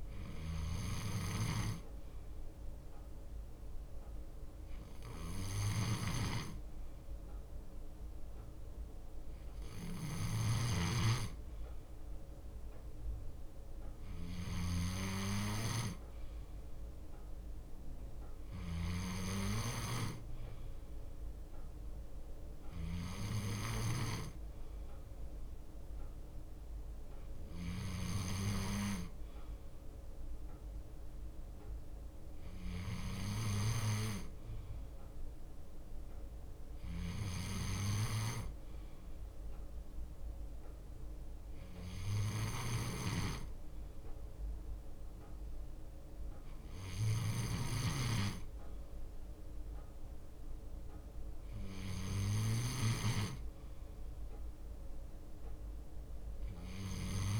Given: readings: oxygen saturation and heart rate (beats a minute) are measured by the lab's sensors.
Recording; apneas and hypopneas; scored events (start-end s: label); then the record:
breathing in sleep by a room microphone; none
0.00-2.00 s: long interval between heartbeats (device-marked, heart rate 59 before, 70 extreme)
4.00-7.00 s: leg movement (device-marked)
7.50-13.00 s: leg movement (device-marked)
10.00-17.00 s: bradycardia (device-marked, heart rate 59 before, 59 extreme)
15.00-20.00 s: leg movement (device-marked)
19.00-22.00 s: bradycardia (device-marked, heart rate 59 before, 59 extreme)
21.50-28.00 s: leg movement (device-marked)
23.00-40.00 s: bradycardia (device-marked, heart rate 59 before, 58 extreme)
33.00-38.50 s: leg movement (device-marked)
39.50-45.50 s: leg movement (device-marked)
51.50-52.50 s: leg movement (device-marked)
53.50-56.50 s: leg movement (device-marked)
From the record:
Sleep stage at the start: N2 (light sleep); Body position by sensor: on the left side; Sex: male